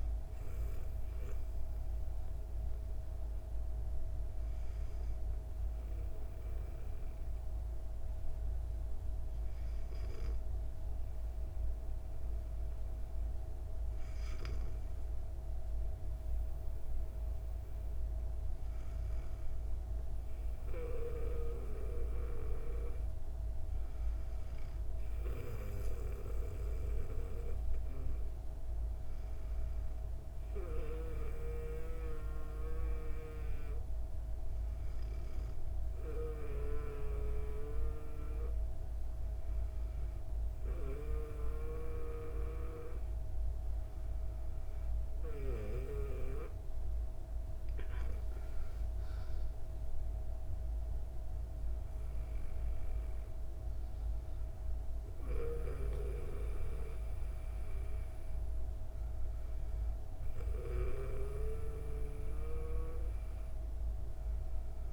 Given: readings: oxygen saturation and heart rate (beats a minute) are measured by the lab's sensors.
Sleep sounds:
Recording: breathing in sleep by a room microphone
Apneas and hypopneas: 1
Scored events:
0.50-12.00 s: hypopnea (oxygen 97% before, 96% lowest, heart rate 41 before, 40 extreme, up 47 after)
14.00-17.00 s: arousal
47.00-51.00 s: arousal
From the record:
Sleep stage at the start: N2 (light sleep)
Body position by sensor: on the back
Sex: female

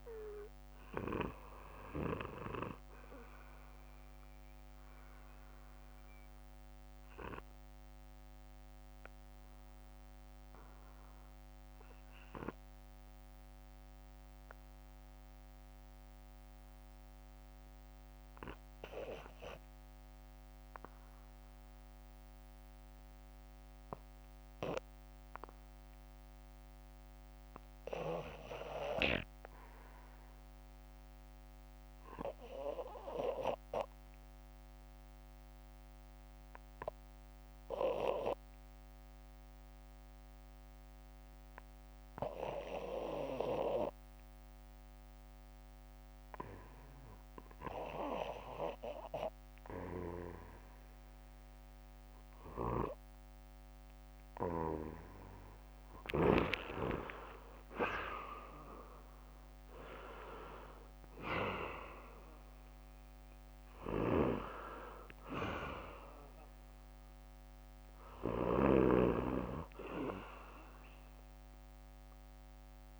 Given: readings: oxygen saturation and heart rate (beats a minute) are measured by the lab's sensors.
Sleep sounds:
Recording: breathing in sleep by a microphone on the trachea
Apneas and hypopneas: 1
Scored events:
4.00-53.00 s: obstructive apnea (oxygen 93% before, 87% lowest, heart rate 68 before, 54 extreme, up 14 after)
6.50-20.50 s: oxygen desaturation (device-marked, oxygen 92% before, 87% lowest, heart rate 68 before, 55 extreme)
35.50-37.50 s: bradycardia (device-marked, heart rate 64 before, 59 extreme)
38.50-43.50 s: bradycardia (device-marked, heart rate 64 before, 55 extreme)
43.50-61.50 s: oxygen desaturation (device-marked, oxygen 97% before, 93% lowest, heart rate 63 before, 54 extreme)
44.50-52.50 s: bradycardia (device-marked, heart rate 64 before, 56 extreme)
56.00-61.50 s: arousal
63.50-73.00 s: oxygen desaturation (device-marked, oxygen 95% before, 92% lowest, heart rate 60 before, 62 extreme)
From the record:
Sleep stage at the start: REM sleep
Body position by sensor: on the back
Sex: male

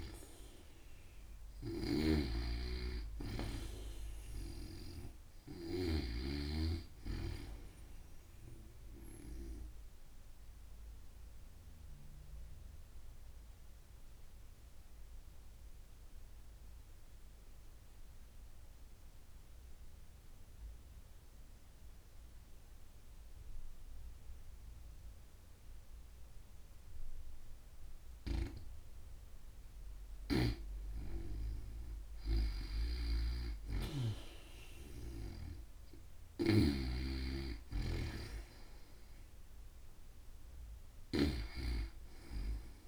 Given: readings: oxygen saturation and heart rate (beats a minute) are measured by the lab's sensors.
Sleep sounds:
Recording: breathing in sleep by a room microphone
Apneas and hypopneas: 1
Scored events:
0.00-5.50 s: snoring (device-marked)
4.50-26.50 s: oxygen desaturation (device-marked, oxygen 95% before, 90% lowest, heart rate 78 before, 83 extreme)
9.00-27.50 s: obstructive apnea (oxygen 95% before, 90% lowest, heart rate 87 before, 83 extreme, up 21 after)
30.00-34.00 s: arousal
32.00-42.88 s: snoring (device-marked)
34.50-42.88 s: oxygen desaturation (device-marked, oxygen 94% before, 90% lowest, heart rate 105 before, 86 extreme)
From the record:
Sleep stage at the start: N2 (light sleep)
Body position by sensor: on the back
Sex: female

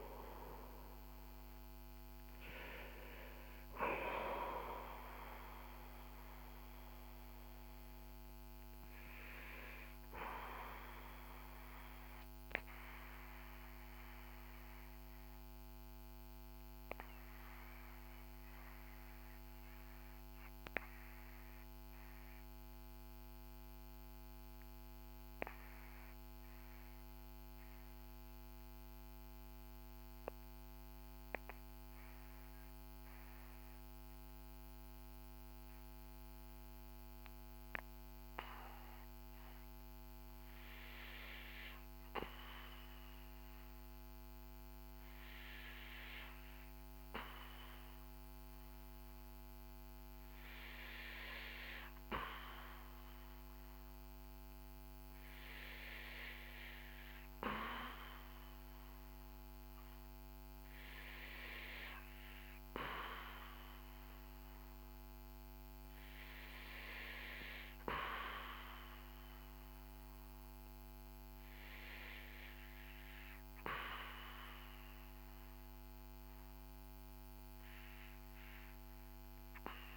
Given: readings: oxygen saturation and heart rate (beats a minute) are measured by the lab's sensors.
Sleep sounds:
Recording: breathing in sleep by a microphone on the trachea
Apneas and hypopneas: 1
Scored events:
0.00-28.50 s: oxygen desaturation (device-marked, oxygen 79% lowest, heart rate 50 extreme)
10.50-45.00 s: obstructive apnea (oxygen 92% before, 79% lowest, heart rate 64 before, 48 extreme, up 9 after)
44.50-79.97 s: oxygen desaturation (device-marked, oxygen 97% before, 86% lowest, heart rate 56 before, 48 extreme)
45.50-79.97 s: new sleep stage, REM sleep
From the record:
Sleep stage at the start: N2 (light sleep)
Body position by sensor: on the back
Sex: male

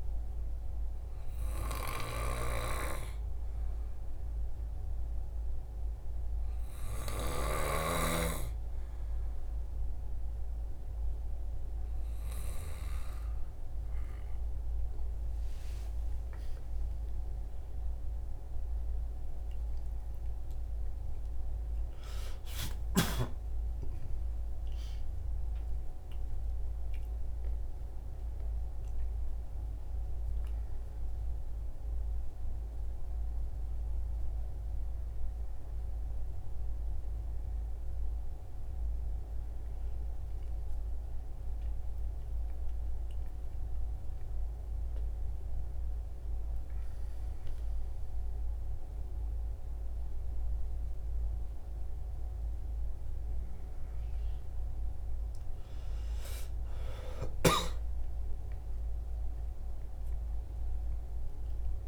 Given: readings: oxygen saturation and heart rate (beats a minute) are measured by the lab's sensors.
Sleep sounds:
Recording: a person awake in a sleep study, by a room microphone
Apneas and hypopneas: none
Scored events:
8.00-61.87 s: new sleep stage, awake
From the record:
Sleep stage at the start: N2 (light sleep)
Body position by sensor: on the right side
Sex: male

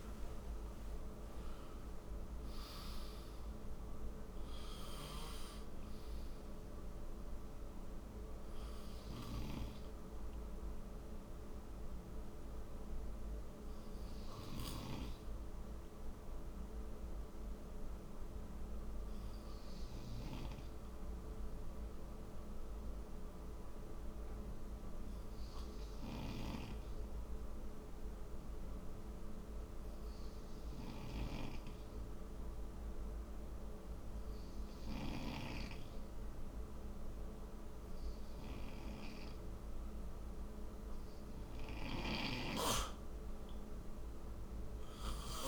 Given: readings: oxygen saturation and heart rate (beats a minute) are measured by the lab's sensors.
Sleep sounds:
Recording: breathing in sleep by a room microphone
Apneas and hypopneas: 1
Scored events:
0.00-11.00 s: oxygen desaturation (device-marked, oxygen 92% lowest, heart rate 56 extreme)
12.50-40.50 s: hypopnea (oxygen 96% before, 92% lowest, heart rate 69 before, 59 extreme, up 5 after)
41.00-45.47 s: oxygen desaturation (device-marked, oxygen 97% before, 93% lowest, heart rate 64 before, 60 extreme)
41.50-45.47 s: snoring (device-marked)
42.00-45.47 s: arousal
From the record:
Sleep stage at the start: N2 (light sleep)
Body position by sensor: on the front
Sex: male

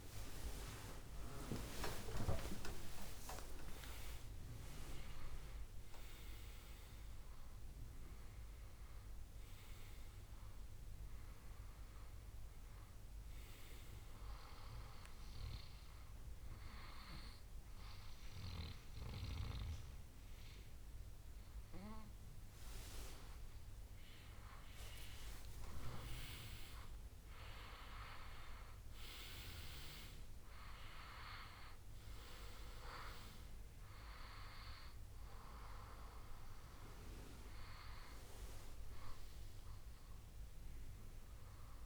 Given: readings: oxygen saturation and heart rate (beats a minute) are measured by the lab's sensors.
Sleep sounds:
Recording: breathing in sleep by a room microphone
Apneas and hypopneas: none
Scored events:
1.00-5.50 s: arousal
23.50-27.00 s: arousal
From the record:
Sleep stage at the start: N1 (lightest sleep)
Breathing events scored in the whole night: 363 in 5.3 hours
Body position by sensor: on the back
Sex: male

